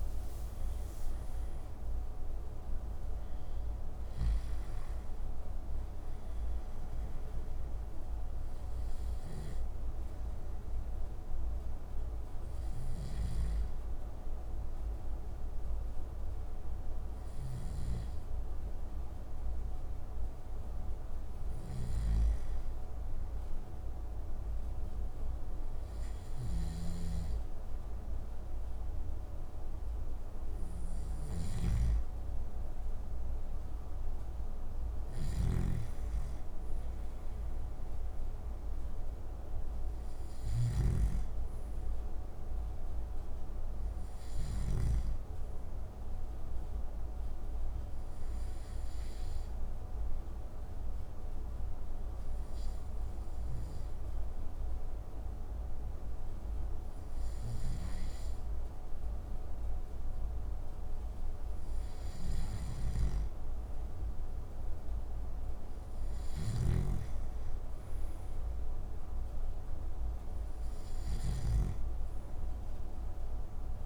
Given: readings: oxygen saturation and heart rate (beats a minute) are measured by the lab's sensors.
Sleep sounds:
breathing in sleep, hard to hear, by a room microphone; 2
0.00-26.50 s: oxygen desaturation (device-marked, oxygen 90% lowest)
5.50-19.00 s: hypopnea (oxygen 97% before, 90% lowest)
24.00-29.00 s: arousal
25.50-44.00 s: snoring (device-marked)
44.00-61.50 s: hypopnea (oxygen 97% before, 93% lowest)
63.50-67.50 s: arousal
From the record:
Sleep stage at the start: N2 (light sleep); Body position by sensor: on the back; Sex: male

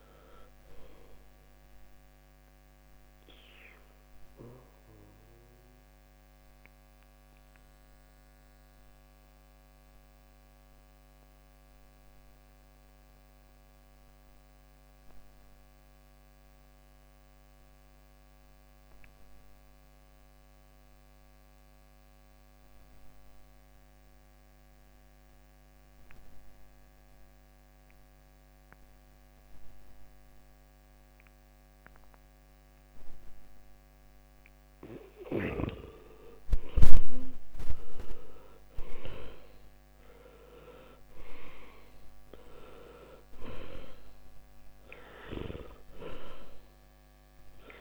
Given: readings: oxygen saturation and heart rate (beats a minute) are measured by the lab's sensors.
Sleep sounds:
breathing in sleep by a microphone on the trachea; 1
0.00-25.50 s: oxygen desaturation (device-marked, oxygen 70% lowest, heart rate 51 extreme)
4.50-35.00 s: obstructive apnea (oxygen 97% before, 70% lowest, heart rate 71 before, 48 extreme, up 10 after)
36.50-41.50 s: arousal
42.50-47.81 s: oxygen desaturation (device-marked, oxygen 99% before, 82% lowest, heart rate 59 before, 48 extreme)
From the record:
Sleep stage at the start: N2 (light sleep); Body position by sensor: on the back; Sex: male

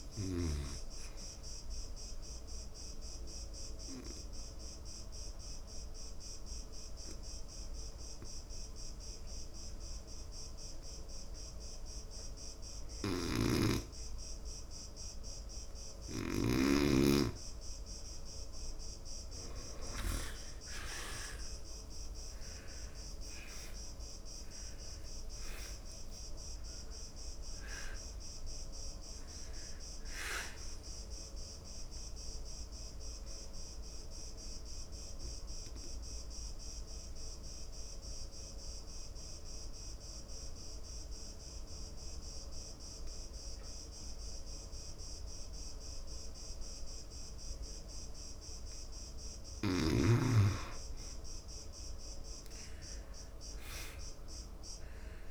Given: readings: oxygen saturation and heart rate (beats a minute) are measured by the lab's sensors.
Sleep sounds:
breathing in sleep by a room microphone; 2
0.00-13.00 s: oxygen desaturation (device-marked, oxygen 88% lowest, heart rate 69 extreme)
0.50-17.50 s: obstructive apnea (oxygen 97% before, 82% lowest, heart rate 76 before, 69 extreme, up 5 after)
13.50-17.50 s: snoring (device-marked)
20.00-25.50 s: arousal
27.00-54.00 s: oxygen desaturation (device-marked, oxygen 96% before, 86% lowest, heart rate 72 before, 73 extreme)
31.00-49.00 s: obstructive apnea (oxygen 96% before, 82% lowest, heart rate 73 before, 73 extreme, up 1 after)
53.50-55.31 s: arousal
From the record:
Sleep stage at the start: N2 (light sleep); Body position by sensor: on the back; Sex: male

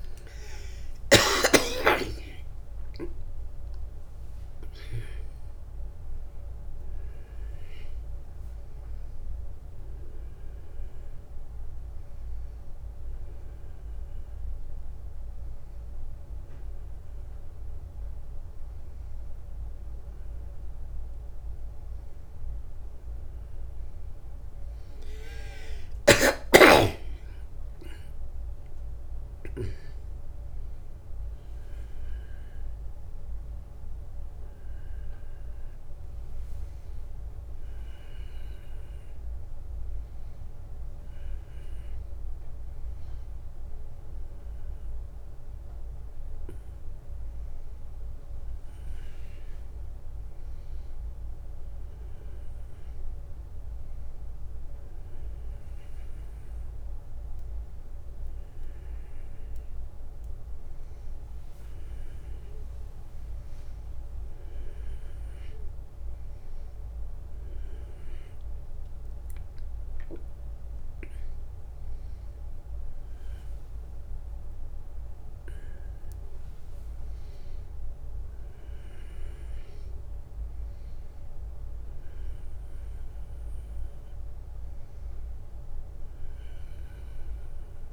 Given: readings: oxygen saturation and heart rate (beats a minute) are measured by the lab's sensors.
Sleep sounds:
a person awake in a sleep study, by a room microphone; none
none scored
From the record:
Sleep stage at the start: awake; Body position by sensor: on the back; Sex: male

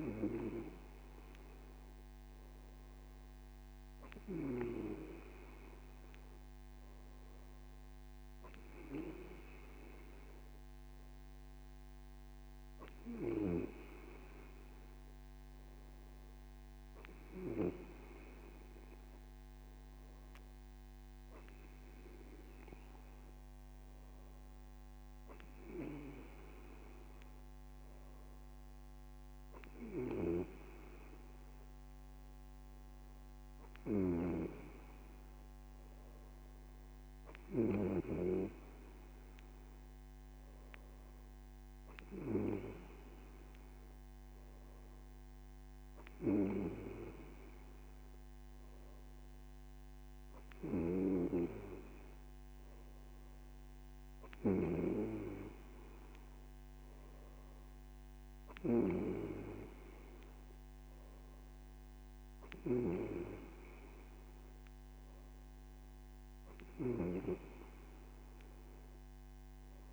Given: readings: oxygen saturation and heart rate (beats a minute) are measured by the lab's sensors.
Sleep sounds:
breathing in sleep by a microphone on the trachea; none
10.50-69.93 s: new sleep stage, N3 (deep sleep)
From the record:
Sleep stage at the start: N2 (light sleep); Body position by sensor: on the right side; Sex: male

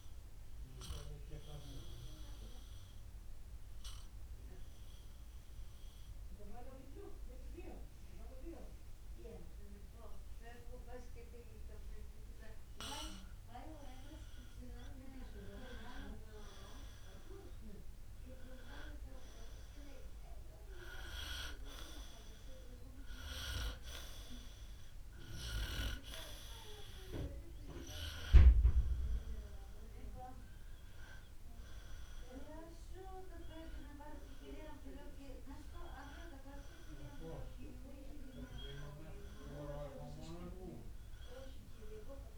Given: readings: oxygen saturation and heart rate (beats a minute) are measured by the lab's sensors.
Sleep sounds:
breathing in sleep by a room microphone; 1
0.50-15.00 s: obstructive apnea (oxygen 97% before, 92% lowest, heart rate 58 before, 56 extreme, up 3 after)
17.00-21.00 s: arousal
35.00-42.37 s: oxygen desaturation (device-marked, oxygen 97% before, 93% lowest, heart rate 59 before, 56 extreme)
From the record:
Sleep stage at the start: N2 (light sleep); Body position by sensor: on the right side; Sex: male

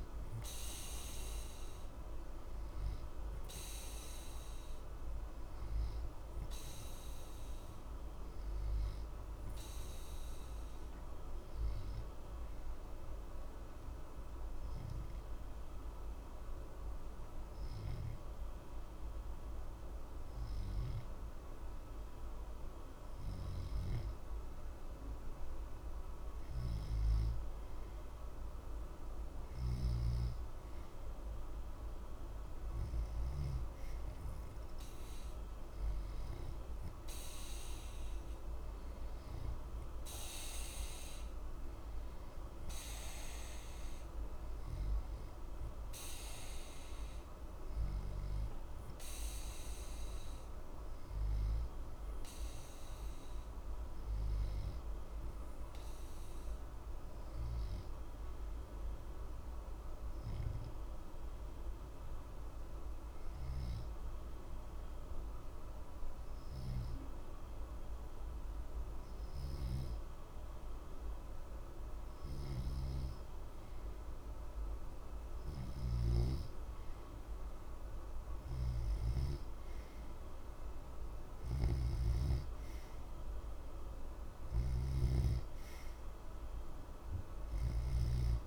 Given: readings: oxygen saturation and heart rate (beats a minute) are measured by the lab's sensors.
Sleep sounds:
breathing in sleep, hard to hear, by a room microphone; 2
0.00-8.00 s: oxygen desaturation (device-marked, oxygen 88% lowest, heart rate 60 extreme)
9.00-24.00 s: obstructive apnea (oxygen 92% before, 88% lowest, heart rate 62 before, 60 extreme, up 2 after)
24.50-28.50 s: arousal
29.00-33.00 s: snoring (device-marked)
40.00-61.00 s: oxygen desaturation (device-marked, oxygen 92% before, 88% lowest, heart rate 61 before, 60 extreme)
58.50-74.50 s: obstructive apnea (oxygen 92% before, 88% lowest, heart rate 60 before, 60 extreme, up 2 after)
75.00-87.50 s: snoring (device-marked)
77.50-81.50 s: arousal
85.00-88.47 s: oxygen desaturation (device-marked, oxygen 91% before, 88% lowest, heart rate 61 before, 60 extreme)
From the record:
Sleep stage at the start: N2 (light sleep); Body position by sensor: on the back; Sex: male

